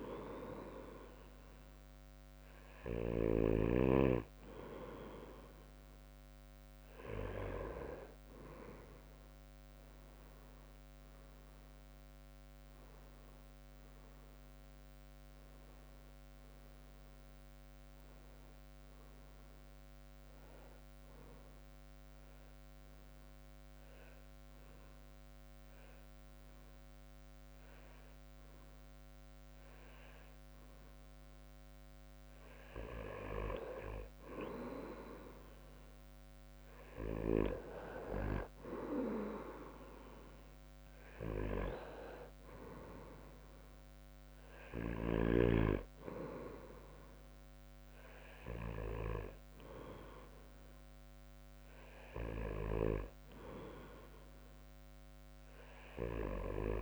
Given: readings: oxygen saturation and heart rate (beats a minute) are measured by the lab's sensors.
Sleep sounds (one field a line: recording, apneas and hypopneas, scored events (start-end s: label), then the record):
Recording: breathing in sleep by a microphone on the trachea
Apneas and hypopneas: 1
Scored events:
9.00-14.00 s: arousal
9.50-23.50 s: drop in pulse transit time (device-marked, heart rate 68 before, 72 extreme)
23.00-34.00 s: hypopnea (oxygen 96% before, 93% lowest, heart rate 73 before, 63 extreme, up 7 after)
37.50-41.00 s: arousal
40.50-52.50 s: oxygen desaturation (device-marked, oxygen 97% before, 93% lowest, heart rate 67 before, 63 extreme)
From the record:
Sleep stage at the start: N2 (light sleep)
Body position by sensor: on the back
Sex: male